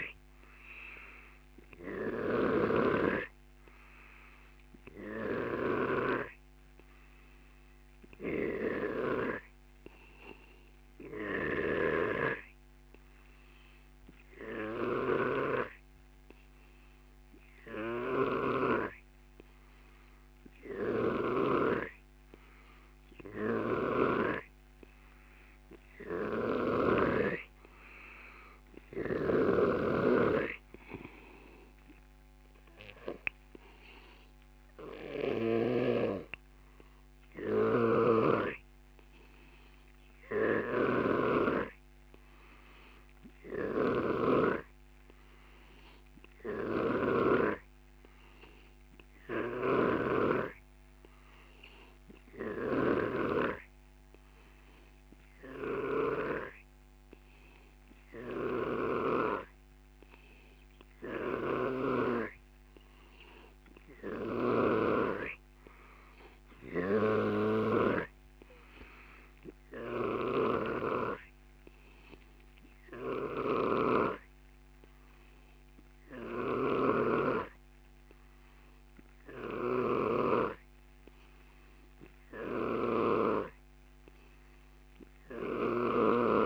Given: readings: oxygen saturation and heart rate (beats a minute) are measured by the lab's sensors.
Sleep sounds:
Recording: breathing in sleep by a microphone on the trachea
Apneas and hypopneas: none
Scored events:
0.00-21.50 s: snoring (device-marked)
23.50-27.00 s: snoring (device-marked)
29.00-35.50 s: snoring (device-marked)
37.50-62.00 s: snoring (device-marked)
64.00-86.46 s: snoring (device-marked)
From the record:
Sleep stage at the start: N2 (light sleep)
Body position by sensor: on the back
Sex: male

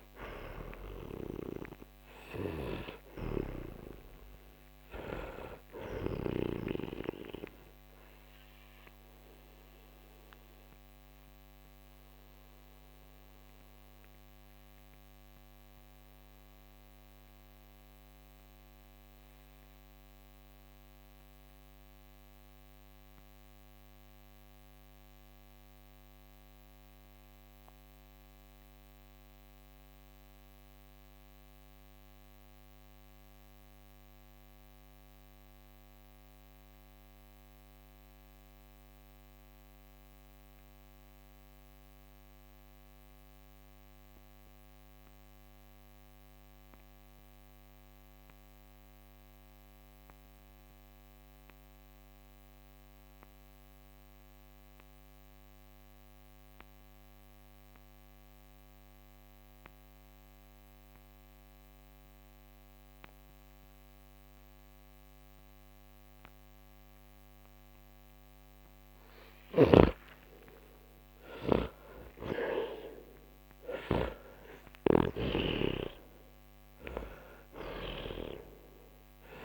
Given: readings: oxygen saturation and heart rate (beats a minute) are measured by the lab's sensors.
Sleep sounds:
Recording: breathing in sleep by a microphone on the trachea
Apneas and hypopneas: 1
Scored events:
0.00-6.50 s: snoring (device-marked)
0.00-27.50 s: oxygen desaturation (device-marked, oxygen 82% lowest, heart rate 40 extreme)
7.00-67.00 s: mixed apnea (oxygen 96% before, 82% lowest, heart rate 61 before, 40 extreme, up 23 after)
61.50-79.45 s: oxygen desaturation (device-marked, oxygen 98% before, 82% lowest, heart rate 48 before, 42 extreme)
69.00-75.00 s: snoring (device-marked)
69.50-74.50 s: arousal
From the record:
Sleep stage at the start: N2 (light sleep)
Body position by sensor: on the back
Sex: male

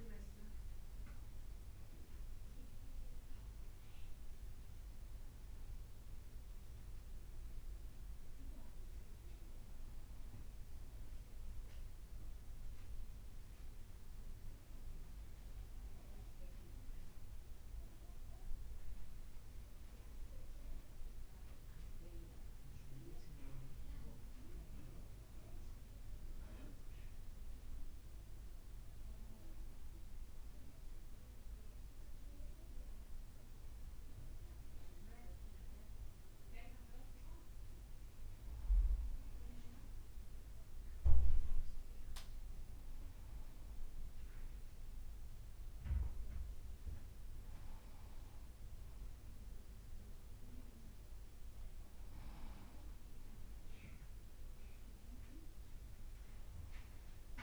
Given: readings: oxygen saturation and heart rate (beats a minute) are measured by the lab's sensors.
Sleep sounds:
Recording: breathing in sleep by a room microphone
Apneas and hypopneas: 1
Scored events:
0.00-7.00 s: oxygen desaturation (device-marked, oxygen 90% lowest, heart rate 56 extreme)
17.00-21.50 s: arousal
30.00-48.00 s: hypopnea (oxygen 97% before, 91% lowest, heart rate 57 before, 56 extreme, up 2 after)
48.00-57.43 s: new sleep stage, awake
From the record:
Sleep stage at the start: N1 (lightest sleep)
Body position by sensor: on the back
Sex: male

